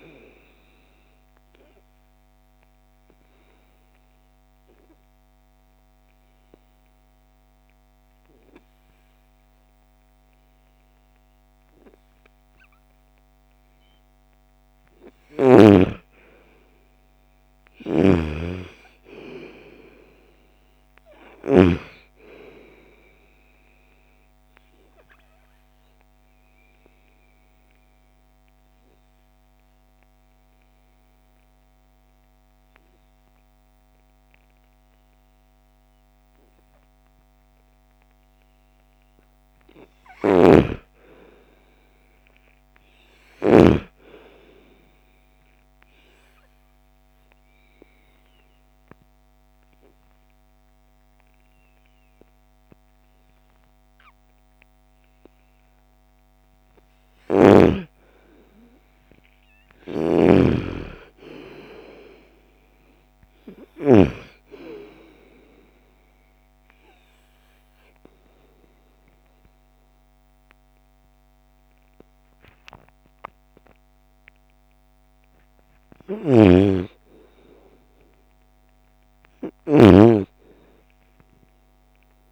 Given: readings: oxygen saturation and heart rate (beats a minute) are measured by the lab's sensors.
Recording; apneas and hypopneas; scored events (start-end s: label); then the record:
breathing in sleep by a microphone on the trachea; 4
0.00-14.50 s: oxygen desaturation (device-marked, oxygen 90% lowest, heart rate 47 extreme)
1.00-14.00 s: obstructive apnea (oxygen 98% before, 90% lowest, heart rate 58 before, 47 extreme, up 11 after)
16.00-20.00 s: arousal
17.00-21.00 s: snoring (device-marked)
22.50-34.50 s: oxygen desaturation (device-marked, oxygen 98% before, 91% lowest, heart rate 64 before, 46 extreme)
23.50-37.50 s: obstructive apnea (oxygen 98% before, 90% lowest, heart rate 63 before, 46 extreme, up 13 after)
39.50-42.00 s: arousal
39.50-43.00 s: snoring (device-marked)
45.00-55.00 s: obstructive apnea (oxygen 98% before, 90% lowest, heart rate 53 before, 49 extreme)
46.50-58.50 s: oxygen desaturation (device-marked, oxygen 98% before, 91% lowest, heart rate 54 before, 49 extreme)
58.50-62.00 s: arousal
59.00-63.50 s: snoring (device-marked)
65.00-75.00 s: obstructive apnea (oxygen 98% before, 89% lowest, heart rate 59 before, 60 extreme, up 2 after)
65.50-78.50 s: oxygen desaturation (device-marked, oxygen 96% before, 90% lowest, heart rate 59 before, 60 extreme)
75.00-82.31 s: snoring (device-marked)
78.00-82.00 s: arousal
From the record:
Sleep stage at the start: N2 (light sleep); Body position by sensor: on the right side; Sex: female